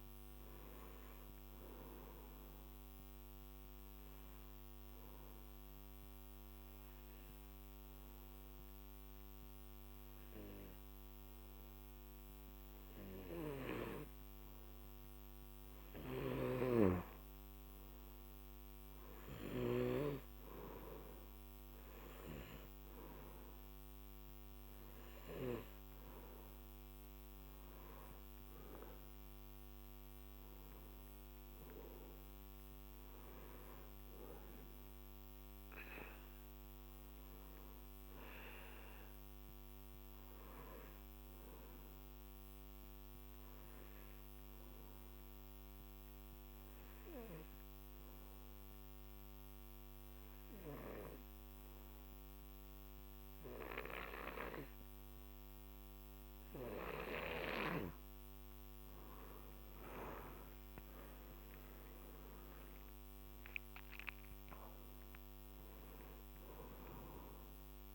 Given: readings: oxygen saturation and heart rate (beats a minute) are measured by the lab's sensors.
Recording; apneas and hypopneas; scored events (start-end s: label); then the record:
breathing in sleep by a microphone on the trachea; 2
2.50-15.50 s: obstructive apnea (oxygen 96% before, 90% lowest, heart rate 57 before, 51 extreme, up 11 after)
2.50-17.50 s: oxygen desaturation (device-marked, oxygen 96% before, 91% lowest, heart rate 57 before, 51 extreme)
16.50-20.00 s: snoring (device-marked)
18.50-22.00 s: arousal
42.50-58.00 s: obstructive apnea (oxygen 97% before, 89% lowest, heart rate 58 before, 46 extreme, up 14 after)
59.50-63.00 s: arousal
59.50-67.95 s: oxygen desaturation (device-marked, oxygen 96% before, 89% lowest, heart rate 56 before, 46 extreme)
From the record:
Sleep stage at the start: N2 (light sleep); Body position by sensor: on the back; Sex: male